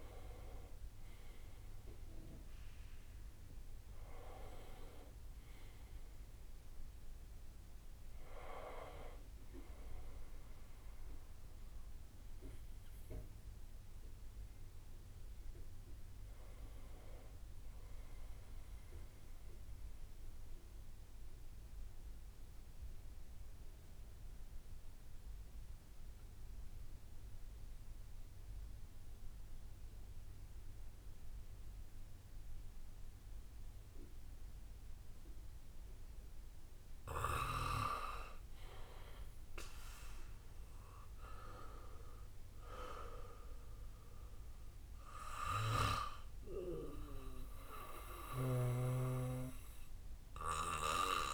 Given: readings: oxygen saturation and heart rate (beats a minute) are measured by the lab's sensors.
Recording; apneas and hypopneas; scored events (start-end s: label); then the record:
breathing in sleep by a room microphone; 1
1.50-3.50 s: long interval between heartbeats (device-marked, heart rate 89 before, 85 extreme)
3.50-5.50 s: long interval between heartbeats (device-marked, heart rate 85 before, 84 extreme)
9.00-14.00 s: bradycardia (device-marked, heart rate 65 before, 58 extreme)
13.00-17.00 s: arousal
20.00-36.00 s: obstructive apnea (oxygen 99% before, 90% lowest, heart rate 71 before, 57 extreme, up 6 after)
22.00-24.00 s: bradycardia (device-marked, heart rate 65 before, 61 extreme)
31.00-51.34 s: oxygen desaturation (device-marked, oxygen 99% before, 91% lowest, heart rate 60 before, 57 extreme)
38.00-41.00 s: arousal
47.00-51.34 s: bradycardia (device-marked, heart rate 64 before, 57 extreme)
From the record:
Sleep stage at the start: N2 (light sleep); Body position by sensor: on the back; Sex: male